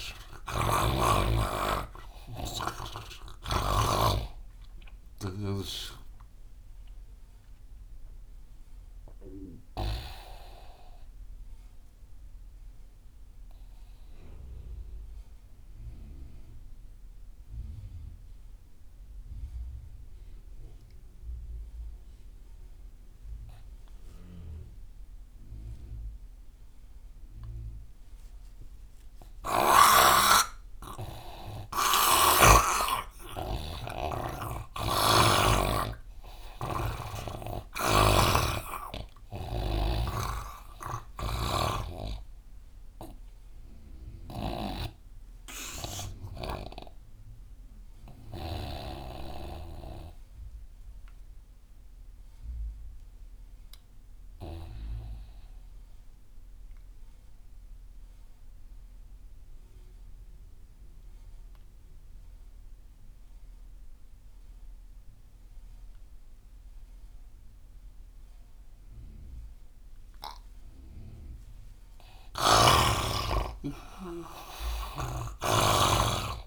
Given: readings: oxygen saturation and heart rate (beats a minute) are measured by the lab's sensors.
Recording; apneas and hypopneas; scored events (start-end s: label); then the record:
breathing in sleep by a room microphone; 2
0.00-1.00 s: arousal
0.00-15.50 s: oxygen desaturation (device-marked, oxygen 92% lowest)
0.50-4.00 s: snoring (device-marked)
7.00-28.00 s: obstructive apnea (oxygen 99% before, 90% lowest)
28.50-55.50 s: oxygen desaturation (device-marked, oxygen 99% before, 90% lowest)
30.50-34.50 s: arousal
32.00-49.00 s: snoring (device-marked)
48.50-72.00 s: obstructive apnea (oxygen 99% before, 86% lowest)
71.50-76.47 s: oxygen desaturation (device-marked, oxygen 99% before, 90% lowest)
73.00-76.47 s: arousal
From the record:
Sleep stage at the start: N2 (light sleep); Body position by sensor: on the right side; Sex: male